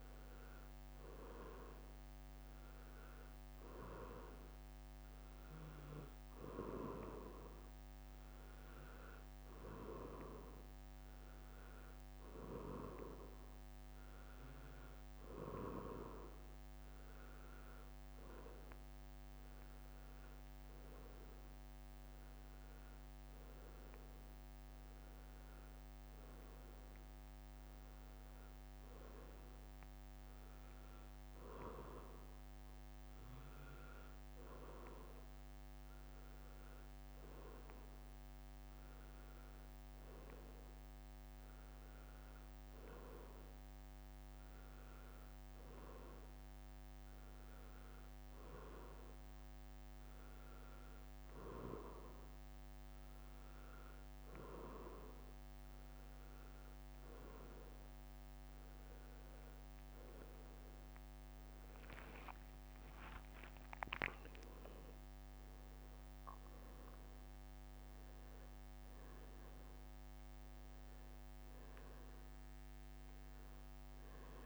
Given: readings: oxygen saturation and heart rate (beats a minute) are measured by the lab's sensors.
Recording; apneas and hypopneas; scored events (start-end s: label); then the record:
breathing in sleep by a microphone on the trachea; none
20.50-23.50 s: leg movement (device-marked)
58.00-64.50 s: leg movement (device-marked)
61.00-66.00 s: arousal
62.00-74.46 s: drop in pulse transit time (device-marked, heart rate 69 before, 64 extreme)
From the record:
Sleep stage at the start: N1 (lightest sleep); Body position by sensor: on the back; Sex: male